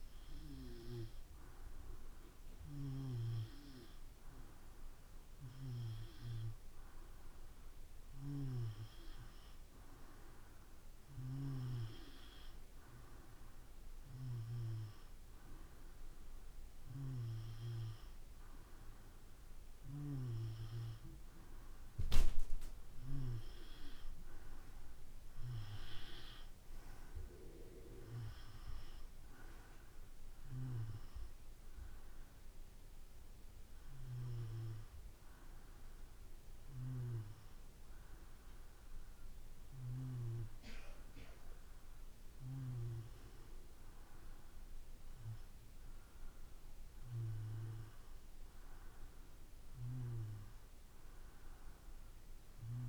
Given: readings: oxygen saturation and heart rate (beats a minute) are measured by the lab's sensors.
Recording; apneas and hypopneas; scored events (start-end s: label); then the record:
breathing in sleep by a room microphone; none
0.00-1.50 s: snoring (device-marked)
8.50-12.00 s: snoring (device-marked)
From the record:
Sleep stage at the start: N2 (light sleep); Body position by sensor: on the back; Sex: male